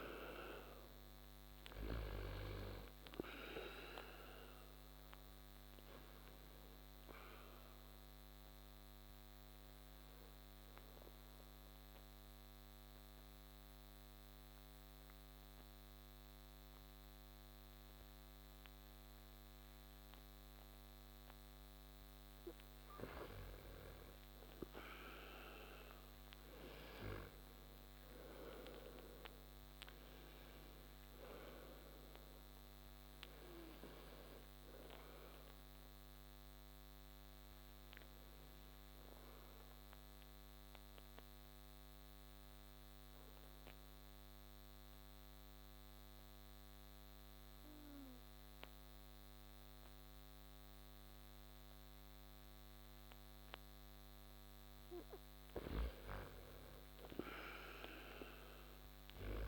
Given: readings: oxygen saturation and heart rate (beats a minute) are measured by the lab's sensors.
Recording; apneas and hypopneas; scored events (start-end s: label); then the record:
breathing in sleep by a microphone on the trachea; 2
5.50-21.50 s: obstructive apnea (oxygen 96% before, 89% lowest)
5.50-22.50 s: oxygen desaturation (device-marked, oxygen 96% before, 89% lowest)
23.50-27.00 s: arousal
36.50-53.50 s: obstructive apnea (oxygen 97% before, 88% lowest)
37.50-51.50 s: oxygen desaturation (device-marked, oxygen 96% before, 91% lowest)
56.50-59.48 s: arousal
From the record:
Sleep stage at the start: N2 (light sleep); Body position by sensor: on the back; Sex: male